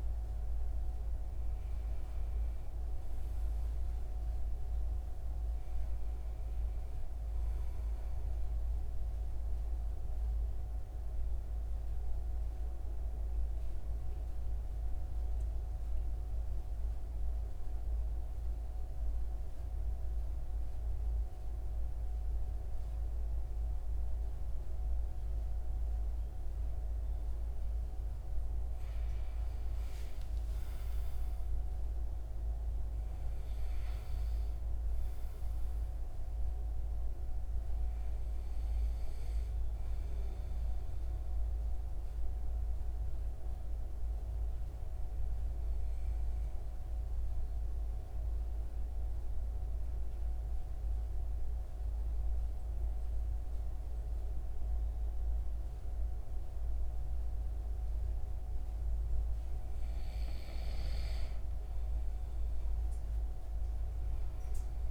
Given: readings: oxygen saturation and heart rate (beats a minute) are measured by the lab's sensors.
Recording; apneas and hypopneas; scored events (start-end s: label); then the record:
breathing in sleep, hard to hear, by a room microphone; 2
0.00-8.50 s: oxygen desaturation (device-marked, oxygen 91% lowest, heart rate 77 extreme)
9.50-27.00 s: central apnea (oxygen 96% before, 91% lowest, heart rate 88 before, 73 extreme, up 4 after)
29.00-33.00 s: arousal
30.50-54.50 s: oxygen desaturation (device-marked, oxygen 97% before, 92% lowest, heart rate 80 before, 73 extreme)
41.00-58.50 s: mixed apnea (oxygen 97% before, 91% lowest, heart rate 79 before, 74 extreme, up 6 after)
From the record:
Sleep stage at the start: N2 (light sleep); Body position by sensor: on the back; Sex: male